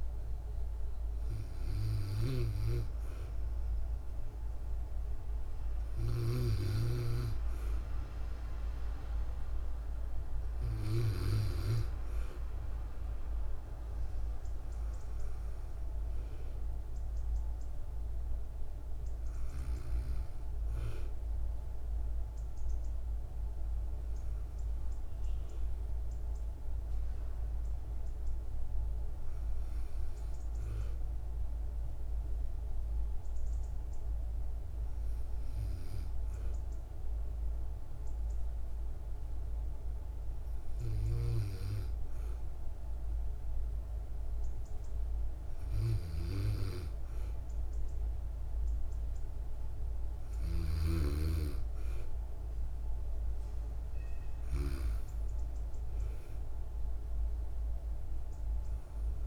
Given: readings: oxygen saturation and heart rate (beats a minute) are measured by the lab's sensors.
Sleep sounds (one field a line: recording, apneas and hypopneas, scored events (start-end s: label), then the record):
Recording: breathing in sleep by a room microphone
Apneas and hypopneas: 1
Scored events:
1.00-5.50 s: snoring (device-marked)
24.50-28.00 s: arousal
31.00-45.00 s: hypopnea (oxygen 97% before, 94% lowest, heart rate 60 before, 53 extreme, up 2 after)
48.00-52.00 s: arousal
From the record:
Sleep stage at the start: N2 (light sleep)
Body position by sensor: on the back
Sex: female